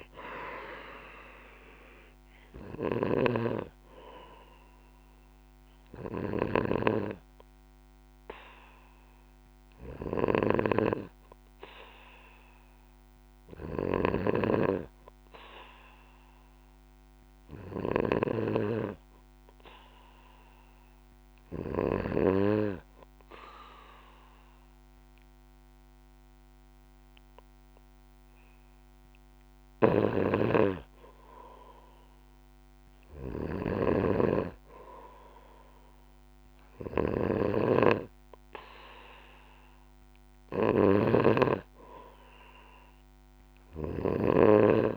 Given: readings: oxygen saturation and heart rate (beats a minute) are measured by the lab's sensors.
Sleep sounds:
breathing in sleep by a microphone on the trachea; 1
3.00-17.00 s: oxygen desaturation (device-marked, oxygen 95% before, 91% lowest, heart rate 63 before, 57 extreme)
7.00-30.50 s: hypopnea (oxygen 97% before, 91% lowest, heart rate 63 before, 57 extreme, up 2 after)
13.50-18.00 s: snoring (device-marked)
29.50-33.50 s: snoring (device-marked)
34.50-38.00 s: arousal
40.50-44.97 s: snoring (device-marked)
From the record:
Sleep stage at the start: N2 (light sleep); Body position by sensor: on the back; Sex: male

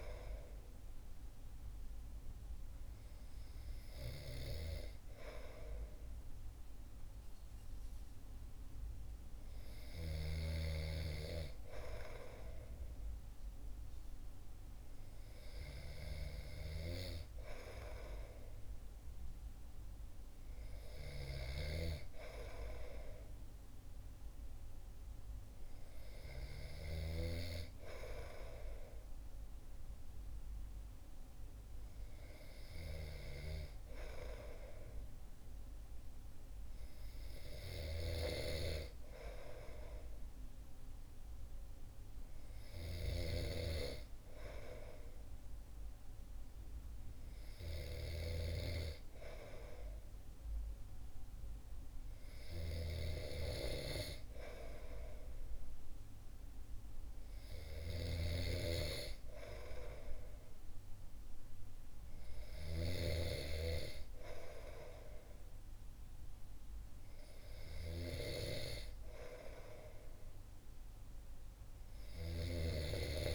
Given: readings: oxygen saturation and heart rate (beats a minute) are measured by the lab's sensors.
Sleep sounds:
breathing in sleep by a room microphone; none
3.00-73.35 s: new sleep stage, N2 (light sleep)
20.50-26.50 s: snoring (device-marked)
57.00-62.50 s: snoring (device-marked)
71.50-73.35 s: snoring (device-marked)
From the record:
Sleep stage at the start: N1 (lightest sleep); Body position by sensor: on the back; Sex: male

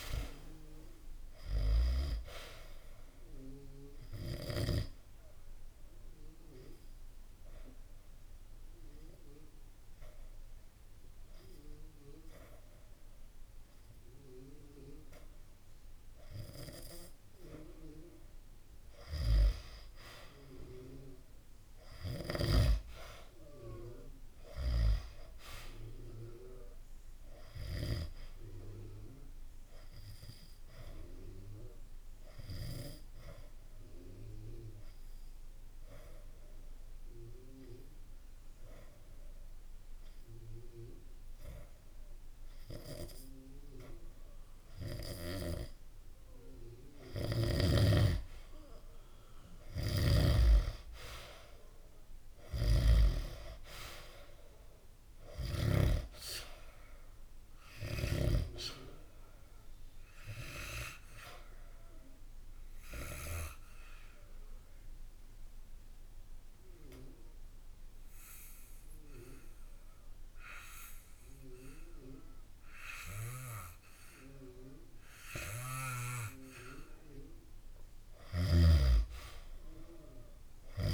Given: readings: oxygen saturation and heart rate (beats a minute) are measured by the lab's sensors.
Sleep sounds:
breathing in sleep by a room microphone; 3
0.00-17.00 s: oxygen desaturation (device-marked, oxygen 97% before, 90% lowest, heart rate 67 before, 58 extreme)
4.50-17.50 s: obstructive apnea (oxygen 97% before, 90% lowest, heart rate 67 before, 58 extreme, up 0 after)
20.00-24.00 s: arousal
31.00-47.00 s: obstructive apnea (oxygen 98% before, 90% lowest, heart rate 66 before, 65 extreme, up 1 after)
49.50-53.00 s: snoring (device-marked)
49.50-54.00 s: arousal
54.00-75.00 s: oxygen desaturation (device-marked, oxygen 96% before, 90% lowest, heart rate 66 before, 65 extreme)
61.00-76.00 s: obstructive apnea (oxygen 96% before, 88% lowest, heart rate 66 before, 65 extreme, up 1 after)
78.50-80.94 s: arousal
From the record:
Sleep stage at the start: N2 (light sleep); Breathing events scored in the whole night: 341 in 4.7 hours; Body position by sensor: on the back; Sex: male

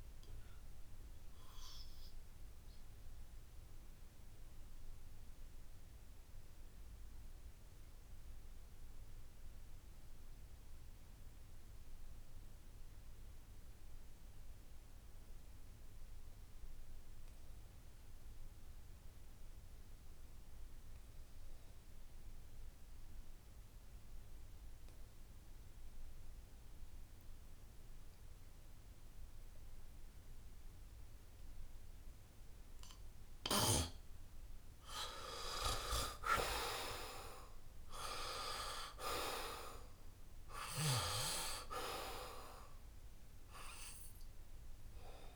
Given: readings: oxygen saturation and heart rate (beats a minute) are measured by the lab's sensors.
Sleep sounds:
breathing in sleep by a room microphone; 1
0.00-14.50 s: oxygen desaturation (device-marked, oxygen 73% lowest, heart rate 64 extreme)
1.50-32.50 s: obstructive apnea (oxygen 94% before, 73% lowest, heart rate 76 before, 64 extreme, up 7 after)
16.50-45.36 s: oxygen desaturation (device-marked, oxygen 98% before, 74% lowest, heart rate 69 before, 64 extreme)
34.00-37.50 s: arousal
From the record:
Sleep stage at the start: N2 (light sleep); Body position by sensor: on the back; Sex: male

